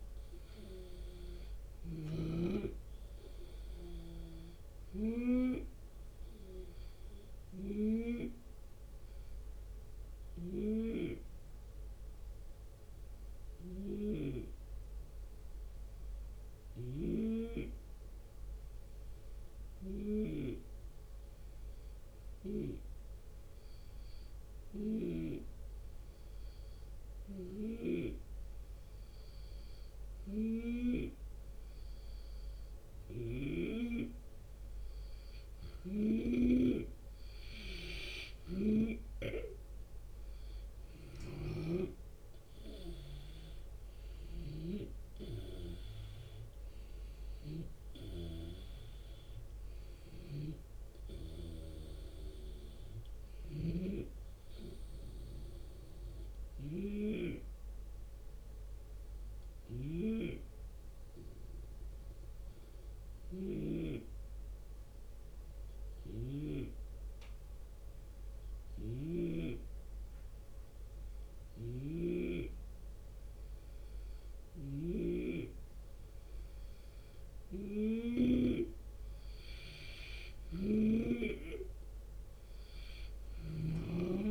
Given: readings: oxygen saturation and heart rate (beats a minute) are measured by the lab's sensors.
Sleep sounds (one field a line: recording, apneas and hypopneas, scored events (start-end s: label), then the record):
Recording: breathing in sleep by a room microphone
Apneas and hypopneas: 2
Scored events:
0.00-1.50 s: snoring (device-marked)
0.00-7.50 s: drop in pulse transit time (device-marked, heart rate 79 extreme)
6.00-35.00 s: hypopnea (oxygen 93% before, 88% lowest)
10.00-24.50 s: snoring (device-marked)
26.00-28.00 s: long interval between heartbeats (device-marked, heart rate 74 before, 79 extreme)
26.50-33.00 s: snoring (device-marked)
36.00-38.00 s: long interval between heartbeats (device-marked)
40.00-44.00 s: arousal
49.50-78.00 s: snoring (device-marked)
53.50-73.50 s: hypopnea (oxygen 92% before, 88% lowest)
57.00-59.00 s: long interval between heartbeats (device-marked)
63.50-65.50 s: drop in pulse transit time (device-marked, heart rate 34 before, 27 extreme)
64.50-66.50 s: long interval between heartbeats (device-marked, heart rate 34 before, 28 extreme)
70.50-72.50 s: drop in pulse transit time (device-marked, heart rate 39 before, 60 extreme)
70.50-72.50 s: long interval between heartbeats (device-marked, heart rate 39 before, 60 extreme)
75.50-77.50 s: drop in pulse transit time (device-marked, heart rate 54 before, 83 extreme)
75.50-77.50 s: long interval between heartbeats (device-marked, heart rate 54 before, 83 extreme)
77.00-80.00 s: arousal
80.50 s: drop in pulse transit time (device-marked)
82.50-84.31 s: snoring (device-marked)
From the record:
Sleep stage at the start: N2 (light sleep)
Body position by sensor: on the left side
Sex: male